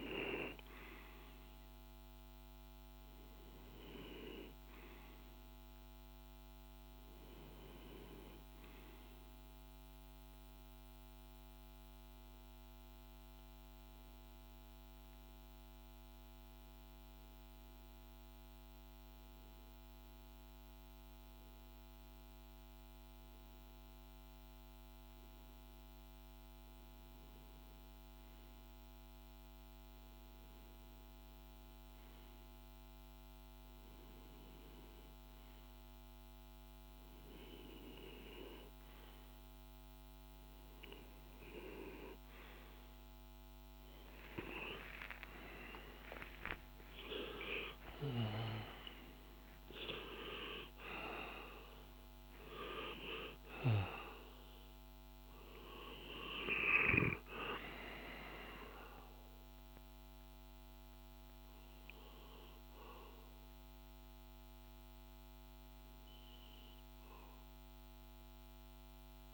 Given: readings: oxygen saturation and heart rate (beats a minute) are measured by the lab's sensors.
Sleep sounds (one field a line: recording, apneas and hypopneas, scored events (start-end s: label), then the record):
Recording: breathing in sleep by a microphone on the trachea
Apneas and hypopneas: 1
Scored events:
10.00-26.00 s: hypopnea (oxygen 97% before, 95% lowest)
37.00-52.00 s: oxygen desaturation (device-marked, oxygen 98% before, 95% lowest)
42.50-47.50 s: arousal
54.00-58.00 s: oxygen desaturation (device-marked, oxygen 98% before, 95% lowest)
From the record:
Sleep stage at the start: REM sleep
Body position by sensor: on the back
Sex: male